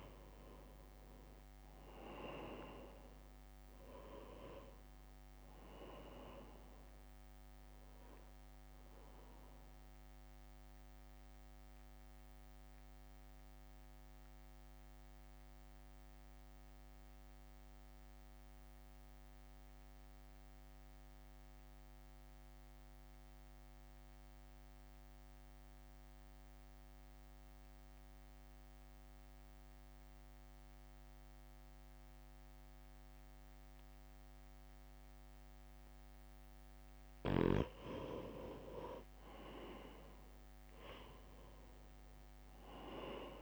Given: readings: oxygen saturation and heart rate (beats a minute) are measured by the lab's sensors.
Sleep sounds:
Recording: breathing in sleep by a microphone on the trachea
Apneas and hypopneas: 1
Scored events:
0.00-2.00 s: arousal
0.00-24.50 s: oxygen desaturation (device-marked, oxygen 90% lowest, heart rate 56 extreme)
1.50-12.50 s: drop in pulse transit time (device-marked, heart rate 65 before, 57 extreme)
9.50-35.50 s: central apnea (oxygen 97% before, 89% lowest, heart rate 63 before, 55 extreme, up 3 after)
36.50-43.41 s: oxygen desaturation (device-marked, oxygen 98% before, 89% lowest, heart rate 67 before, 55 extreme)
40.50-43.41 s: arousal
From the record:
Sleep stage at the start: N2 (light sleep)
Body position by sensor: on the right side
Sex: male

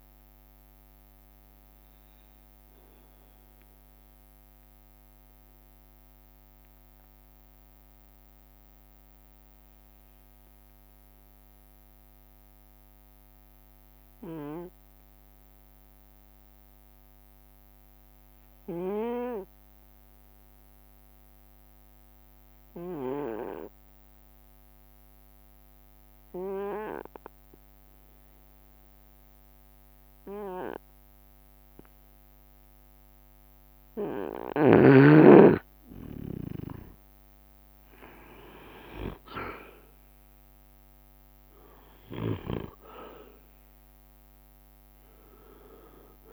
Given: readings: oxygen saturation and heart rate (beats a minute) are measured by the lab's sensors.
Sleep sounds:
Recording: breathing in sleep by a microphone on the trachea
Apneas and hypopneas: 1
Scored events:
0.00-9.50 s: oxygen desaturation (device-marked, oxygen 90% lowest, heart rate 61 extreme)
4.00-33.00 s: obstructive apnea (oxygen 97% before, 90% lowest, heart rate 69 before, 61 extreme, up 12 after)
34.50-46.33 s: oxygen desaturation (device-marked, oxygen 98% before, 92% lowest, heart rate 65 before, 65 extreme)
36.50-46.33 s: drop in pulse transit time (device-marked, heart rate 65 before, 66 extreme)
37.00-41.50 s: arousal
38.00-40.00 s: long interval between heartbeats (device-marked, heart rate 65 before, 76 extreme)
From the record:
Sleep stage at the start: N2 (light sleep)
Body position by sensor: on the right side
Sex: male

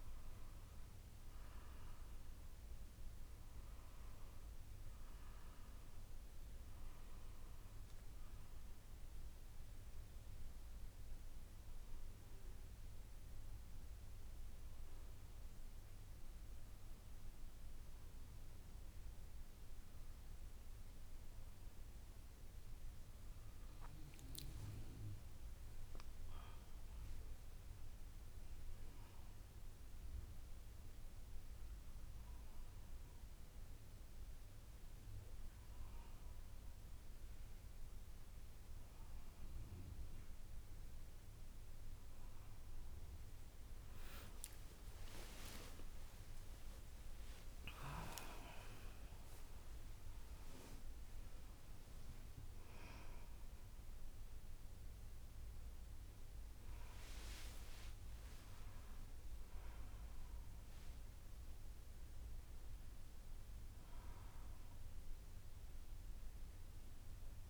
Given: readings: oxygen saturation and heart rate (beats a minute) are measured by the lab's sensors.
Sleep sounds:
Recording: a person partly awake in a sleep study, by a room microphone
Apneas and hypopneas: none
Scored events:
38.50-67.50 s: new sleep stage, awake
From the record:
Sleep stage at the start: N2 (light sleep)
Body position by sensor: on the back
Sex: female

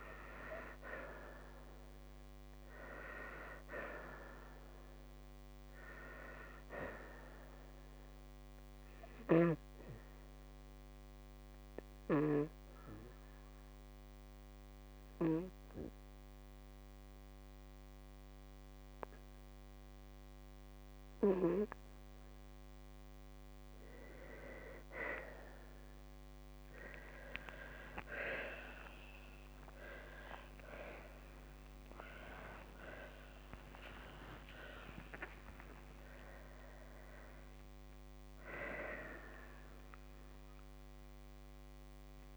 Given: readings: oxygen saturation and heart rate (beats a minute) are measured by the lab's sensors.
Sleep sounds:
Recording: breathing in sleep by a microphone on the trachea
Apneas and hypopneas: 1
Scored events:
0.00-1.50 s: oxygen desaturation (device-marked, oxygen 91% lowest, heart rate 55 extreme)
10.00-25.00 s: obstructive apnea (oxygen 97% before, 94% lowest, heart rate 57 before, 55 extreme, up 24 after)
24.50-41.50 s: oxygen desaturation (device-marked, oxygen 98% before, 94% lowest, heart rate 57 before, 55 extreme)
28.00-33.50 s: arousal
30.50-32.50 s: long interval between heartbeats (device-marked, heart rate 60 before, 79 extreme)
33.50-35.50 s: long interval between heartbeats (device-marked, heart rate 63 before, 82 extreme)
36.00-38.00 s: long interval between heartbeats (device-marked, heart rate 66 before, 94 extreme)
From the record:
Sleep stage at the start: N2 (light sleep)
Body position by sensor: on the right side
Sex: female

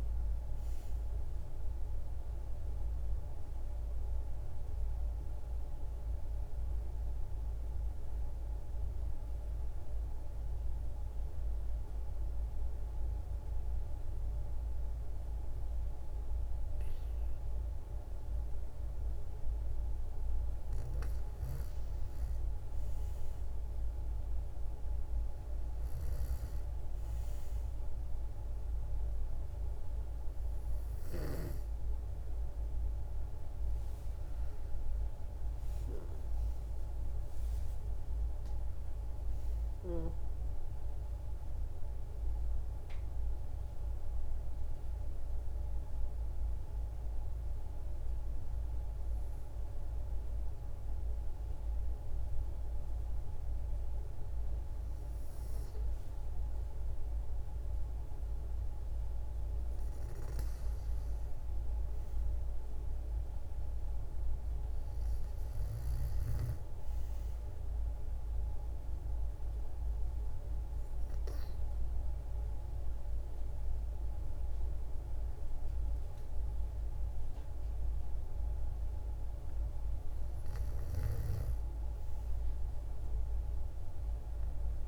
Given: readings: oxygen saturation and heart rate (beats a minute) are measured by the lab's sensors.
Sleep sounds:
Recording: breathing in sleep, hard to hear, by a room microphone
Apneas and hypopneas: 3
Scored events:
0.00-8.00 s: oxygen desaturation (device-marked, oxygen 91% lowest, heart rate 54 extreme)
1.00-20.50 s: mixed apnea (oxygen 96% before, 90% lowest, heart rate 64 before, 54 extreme, up 6 after)
21.50-26.00 s: arousal
23.00-43.00 s: oxygen desaturation (device-marked, oxygen 98% before, 90% lowest, heart rate 57 before, 54 extreme)
39.50-59.50 s: hypopnea (oxygen 98% before, 92% lowest, heart rate 60 before, 54 extreme, up 5 after)
60.00-80.00 s: oxygen desaturation (device-marked, oxygen 97% before, 93% lowest, heart rate 57 before, 55 extreme)
61.00-64.00 s: arousal
68.00-78.50 s: obstructive apnea (oxygen 97% before, 93% lowest, heart rate 57 before, 55 extreme, up 4 after)
81.50-84.88 s: arousal
From the record:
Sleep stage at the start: N2 (light sleep)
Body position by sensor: on the back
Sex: female

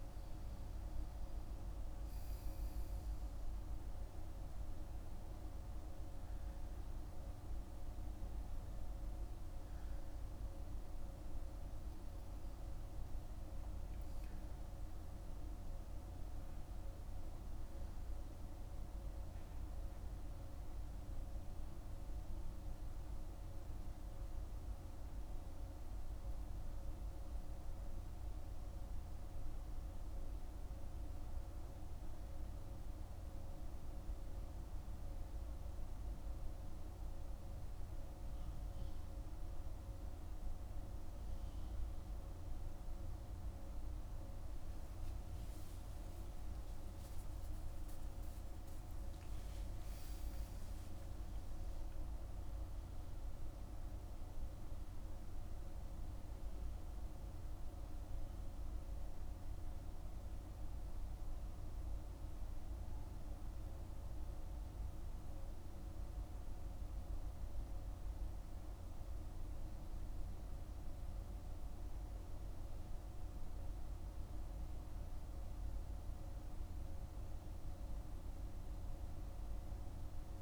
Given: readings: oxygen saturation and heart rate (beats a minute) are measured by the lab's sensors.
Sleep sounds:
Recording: breathing in sleep, hard to hear, by a room microphone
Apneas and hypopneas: none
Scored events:
47.50-51.50 s: arousal
53.50-80.42 s: new sleep stage, N2 (light sleep)
From the record:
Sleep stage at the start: N1 (lightest sleep)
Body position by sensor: on the back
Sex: male

